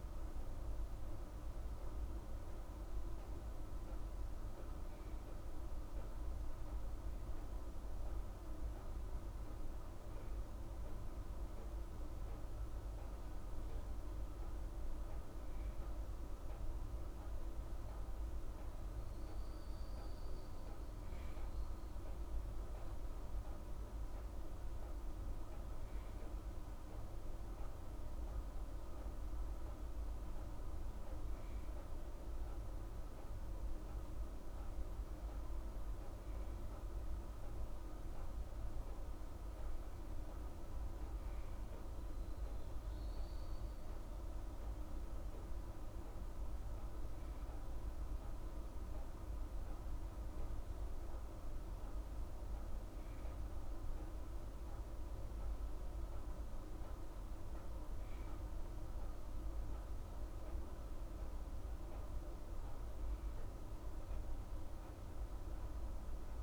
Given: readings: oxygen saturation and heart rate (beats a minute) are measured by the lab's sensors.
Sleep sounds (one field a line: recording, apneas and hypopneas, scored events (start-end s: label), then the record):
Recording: breathing in sleep, hard to hear, by a room microphone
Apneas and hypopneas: none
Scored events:
none scored
From the record:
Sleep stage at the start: N2 (light sleep)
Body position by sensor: on the right side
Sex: female